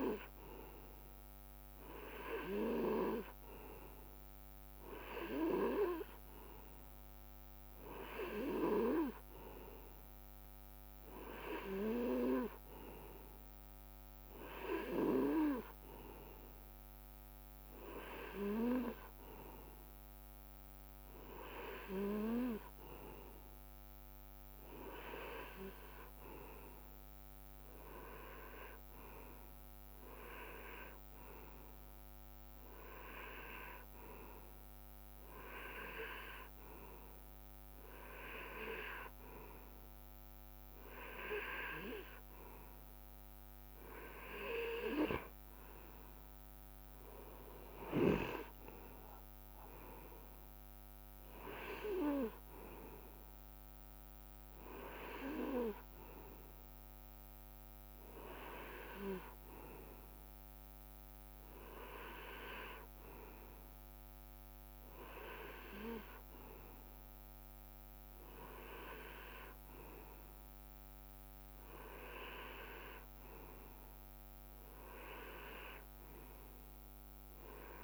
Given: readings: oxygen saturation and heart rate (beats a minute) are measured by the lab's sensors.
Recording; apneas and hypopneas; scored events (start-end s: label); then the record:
breathing in sleep by a microphone on the trachea; none
21.00-23.00 s: long interval between heartbeats (device-marked, heart rate 70 before, 73 extreme)
From the record:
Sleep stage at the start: N2 (light sleep); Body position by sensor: on the right side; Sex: male